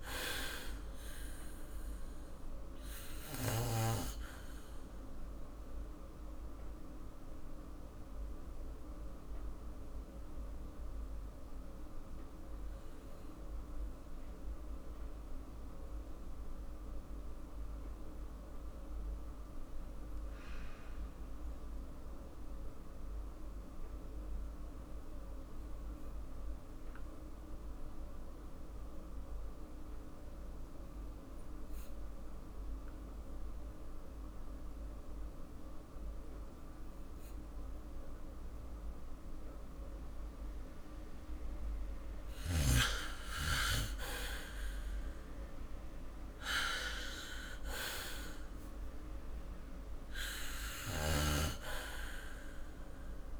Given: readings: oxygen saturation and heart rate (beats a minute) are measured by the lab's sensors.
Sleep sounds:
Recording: breathing in sleep by a room microphone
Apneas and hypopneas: 1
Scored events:
3.50-42.50 s: mixed apnea (oxygen 98% before, 92% lowest, heart rate 53 before, 44 extreme, up 10 after)
35.00-48.00 s: oxygen desaturation (device-marked, oxygen 99% before, 92% lowest, heart rate 48 before, 45 extreme)
43.50-49.50 s: arousal
From the record:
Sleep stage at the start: N2 (light sleep)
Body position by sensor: on the back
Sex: male

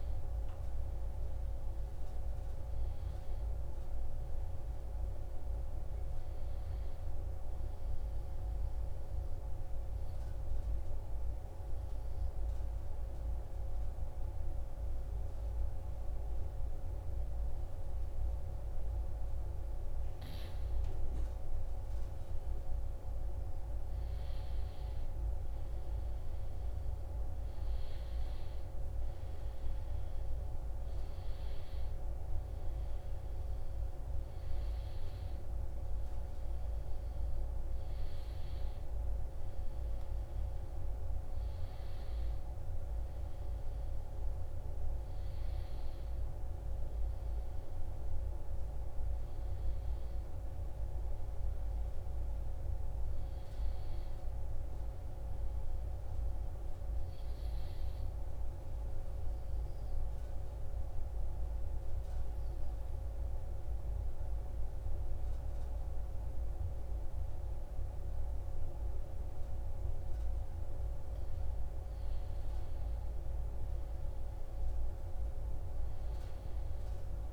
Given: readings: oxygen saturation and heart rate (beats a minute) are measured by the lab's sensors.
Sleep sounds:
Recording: breathing in sleep, hard to hear, by a room microphone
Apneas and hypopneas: 2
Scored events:
0.00-4.50 s: arousal
7.50-19.50 s: obstructive apnea (oxygen 96% before, 92% lowest, heart rate 39 before, 25 extreme, up 23 after)
21.50-26.00 s: arousal
25.50-44.50 s: oxygen desaturation (device-marked, oxygen 95% before, 92% lowest)
38.50-68.50 s: new sleep stage, N2 (light sleep)
47.00-51.50 s: arousal
56.00-71.00 s: obstructive apnea (oxygen 96% before, 91% lowest)
68.50-77.33 s: new sleep stage, N1 (lightest sleep)
73.00-77.00 s: arousal
73.50-77.33 s: oxygen desaturation (device-marked, oxygen 96% before, 91% lowest)
From the record:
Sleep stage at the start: N1 (lightest sleep)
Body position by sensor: on the right side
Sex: male

